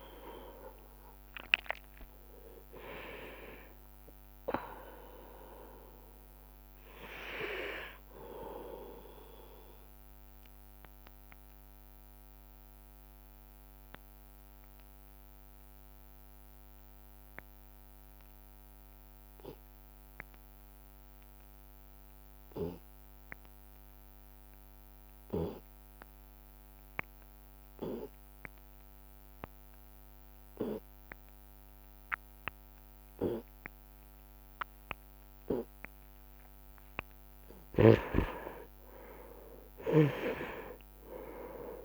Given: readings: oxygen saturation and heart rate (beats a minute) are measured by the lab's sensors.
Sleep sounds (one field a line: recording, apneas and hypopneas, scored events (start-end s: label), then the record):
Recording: breathing in sleep by a microphone on the trachea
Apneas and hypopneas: 1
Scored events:
12.50-35.50 s: obstructive apnea (oxygen 99% before, 85% lowest)
18.00-26.00 s: oxygen desaturation (device-marked, oxygen 95% before, 91% lowest)
36.00-40.50 s: arousal
37.00-41.84 s: oxygen desaturation (device-marked, oxygen 99% before, 85% lowest)
From the record:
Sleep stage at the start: N2 (light sleep)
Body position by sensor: on the right side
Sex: male